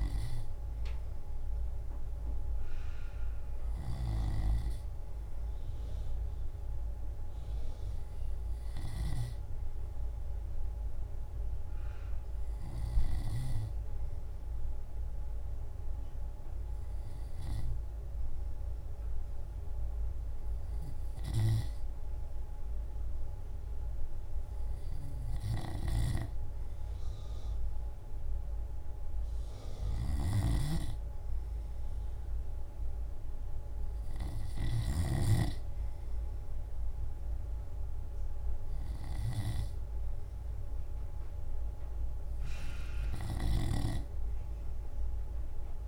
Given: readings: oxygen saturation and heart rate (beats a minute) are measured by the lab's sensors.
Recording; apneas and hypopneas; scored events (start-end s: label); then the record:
breathing in sleep by a room microphone; 1
0.50-4.00 s: arousal
7.50-23.50 s: hypopnea (oxygen 96% before, 93% lowest, heart rate 58 before, 54 extreme, up 4 after)
26.00-29.00 s: arousal
31.50-41.50 s: drop in pulse transit time (device-marked, heart rate 57 before, 57 extreme)
From the record:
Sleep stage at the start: N2 (light sleep); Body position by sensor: on the left side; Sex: male